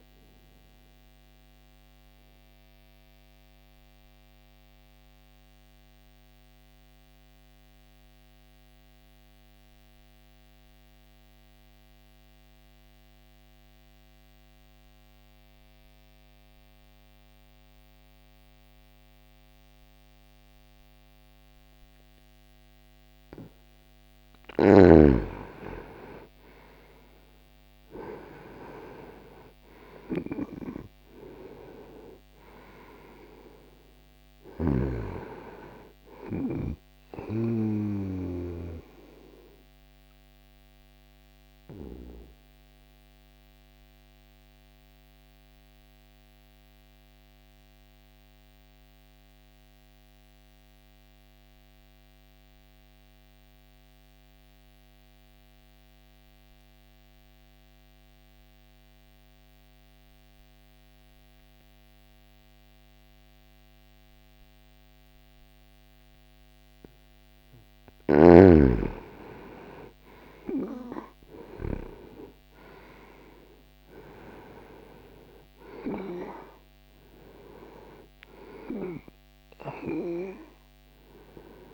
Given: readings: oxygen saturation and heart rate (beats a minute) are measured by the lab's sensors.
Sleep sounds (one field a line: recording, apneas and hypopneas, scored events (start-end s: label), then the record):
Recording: breathing in sleep by a microphone on the trachea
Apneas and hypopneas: 2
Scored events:
0.50-22.50 s: obstructive apnea (oxygen 95% before, 91% lowest, heart rate 60 before, 59 extreme, up 1 after)
24.00-28.50 s: arousal
41.00-66.00 s: obstructive apnea (oxygen 98% before, 92% lowest, heart rate 60 before, 59 extreme, up 1 after)
53.00-63.00 s: oxygen desaturation (device-marked, oxygen 96% before, 92% lowest, heart rate 60 before, 59 extreme)
70.00-75.00 s: arousal
From the record:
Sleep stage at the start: N2 (light sleep)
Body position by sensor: on the back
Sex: male